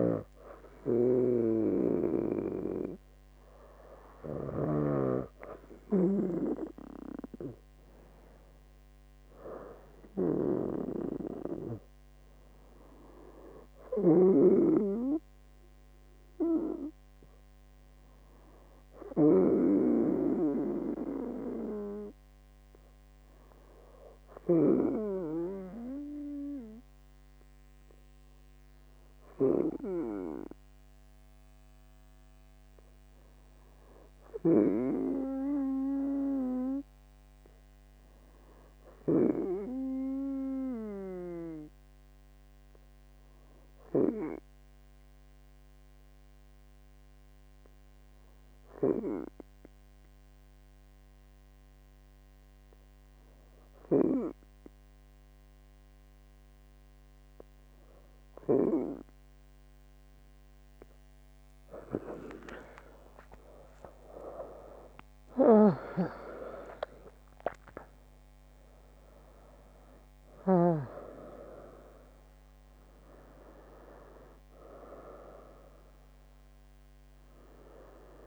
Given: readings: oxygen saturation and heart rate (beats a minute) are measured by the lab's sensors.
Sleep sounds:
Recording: breathing in sleep by a microphone on the trachea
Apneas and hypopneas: 1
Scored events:
41.00-59.50 s: obstructive apnea (oxygen 96% before, 94% lowest, heart rate 72 before, 66 extreme, up 32 after)
62.50-68.00 s: arousal
From the record:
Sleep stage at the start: N2 (light sleep)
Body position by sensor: on the right side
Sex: female

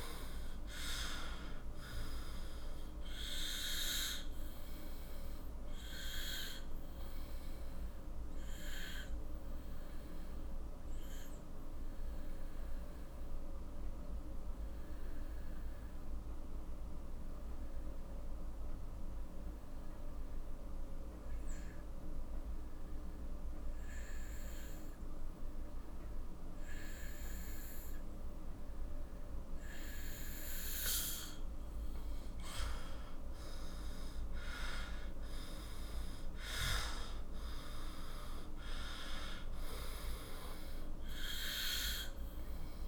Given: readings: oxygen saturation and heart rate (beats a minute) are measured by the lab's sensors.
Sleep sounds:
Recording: breathing in sleep by a room microphone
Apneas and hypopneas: 1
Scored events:
0.50-21.50 s: oxygen desaturation (device-marked, oxygen 97% before, 91% lowest, heart rate 50 before, 43 extreme)
4.00-31.00 s: obstructive apnea (oxygen 97% before, 89% lowest, heart rate 52 before, 43 extreme, up 13 after)
32.50-36.50 s: arousal
From the record:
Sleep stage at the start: N2 (light sleep)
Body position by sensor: on the back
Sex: male

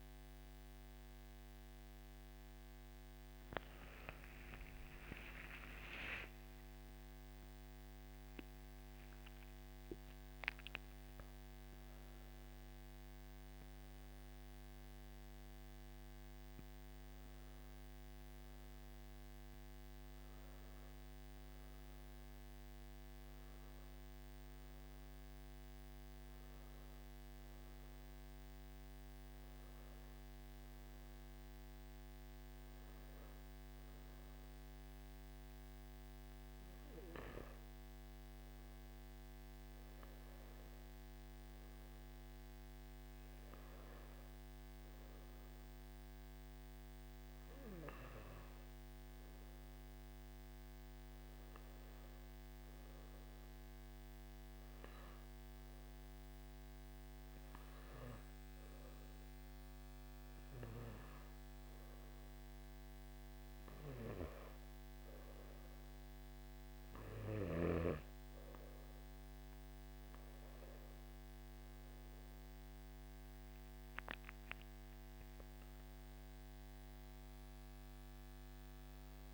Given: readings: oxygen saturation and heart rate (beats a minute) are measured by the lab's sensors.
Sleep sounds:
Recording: breathing in sleep by a microphone on the trachea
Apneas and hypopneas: 1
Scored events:
46.00-69.00 s: hypopnea (oxygen 97% before, 94% lowest, heart rate 57 before, 58 extreme, up 8 after)
From the record:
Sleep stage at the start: N1 (lightest sleep)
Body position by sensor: on the back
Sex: male

